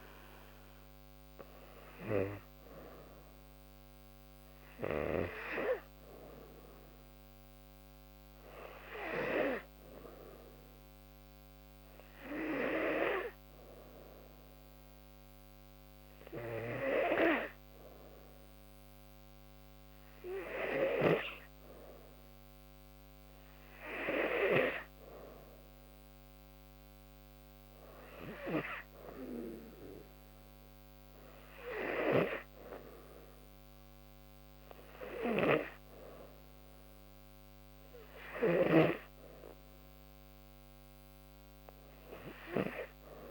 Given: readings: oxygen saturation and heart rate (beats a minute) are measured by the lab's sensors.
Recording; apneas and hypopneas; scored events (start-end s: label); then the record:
breathing in sleep by a microphone on the trachea; 1
6.50-22.50 s: hypopnea (oxygen 95% before, 90% lowest, heart rate 80 before, 73 extreme, up 4 after)
21.50-43.31 s: oxygen desaturation (device-marked, oxygen 97% before, 90% lowest, heart rate 73 before, 76 extreme)
24.00-27.50 s: arousal
From the record:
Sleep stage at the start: N2 (light sleep); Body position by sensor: on the back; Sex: female